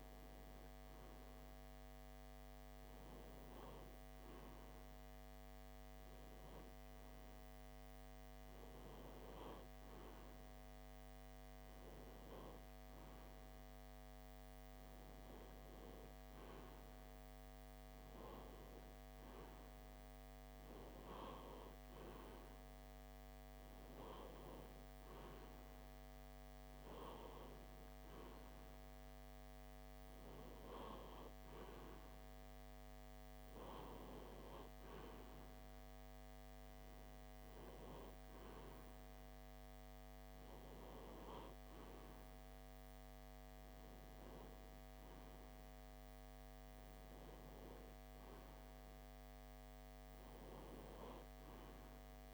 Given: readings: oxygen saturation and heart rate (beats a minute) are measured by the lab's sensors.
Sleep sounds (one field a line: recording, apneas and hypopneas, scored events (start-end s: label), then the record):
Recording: breathing in sleep by a microphone on the trachea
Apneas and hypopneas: none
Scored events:
none scored
From the record:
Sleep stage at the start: N3 (deep sleep)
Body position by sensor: on the left side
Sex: male